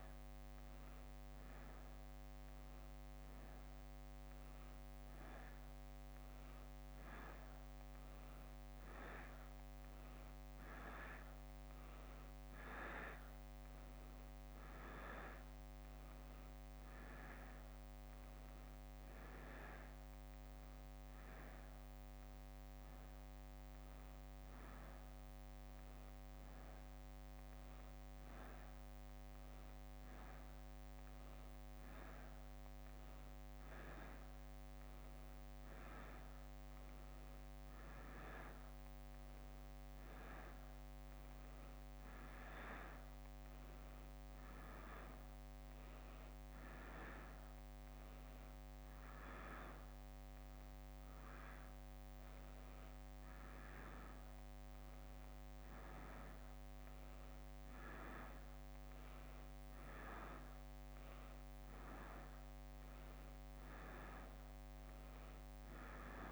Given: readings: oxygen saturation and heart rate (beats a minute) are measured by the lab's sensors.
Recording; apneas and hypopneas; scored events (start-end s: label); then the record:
a person awake in a sleep study, by a microphone on the trachea; 1
22.50-34.50 s: hypopnea (oxygen 95% before, 92% lowest, heart rate 67 before, 65 extreme, up 3 after)
26.00-33.50 s: leg movement (device-marked)
47.00-58.00 s: drop in pulse transit time (device-marked, heart rate 68 before, 65 extreme)
58.50-65.00 s: leg movement (device-marked)
From the record:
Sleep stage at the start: awake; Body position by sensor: on the back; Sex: female